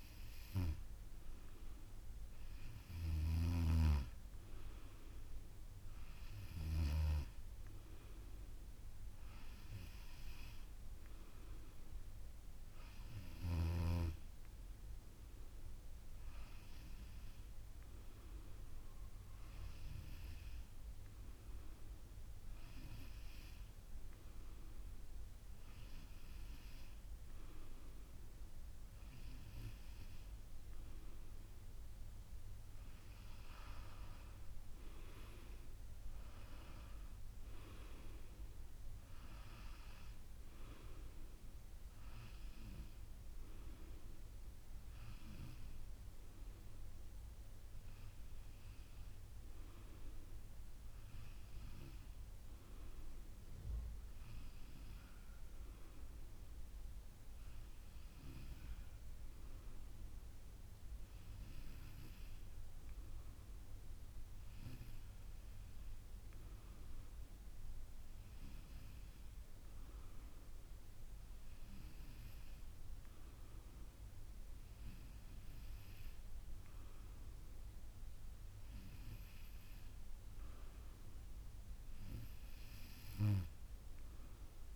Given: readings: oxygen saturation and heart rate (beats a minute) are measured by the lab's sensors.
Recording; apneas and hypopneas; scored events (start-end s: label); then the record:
breathing in sleep by a room microphone; none
none scored
From the record:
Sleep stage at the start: N2 (light sleep); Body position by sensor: on the back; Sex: female